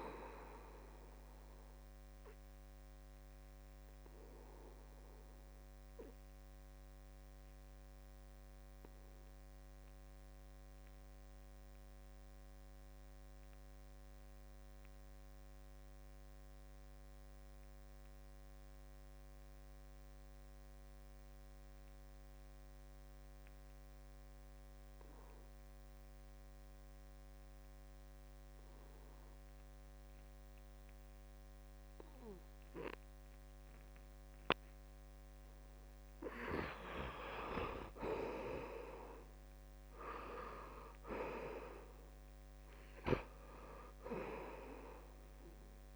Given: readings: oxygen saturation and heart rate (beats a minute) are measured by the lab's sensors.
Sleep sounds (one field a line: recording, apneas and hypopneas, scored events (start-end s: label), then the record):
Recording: breathing in sleep by a microphone on the trachea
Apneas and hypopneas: 1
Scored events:
0.00-16.50 s: oxygen desaturation (device-marked, oxygen 77% lowest, heart rate 64 extreme)
3.50-35.50 s: obstructive apnea (oxygen 95% before, 77% lowest, heart rate 73 before, 63 extreme, up 7 after)
22.50-45.96 s: oxygen desaturation (device-marked, oxygen 96% before, 77% lowest, heart rate 66 before, 62 extreme)
39.00-43.00 s: arousal
From the record:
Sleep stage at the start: N2 (light sleep)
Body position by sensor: on the back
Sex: male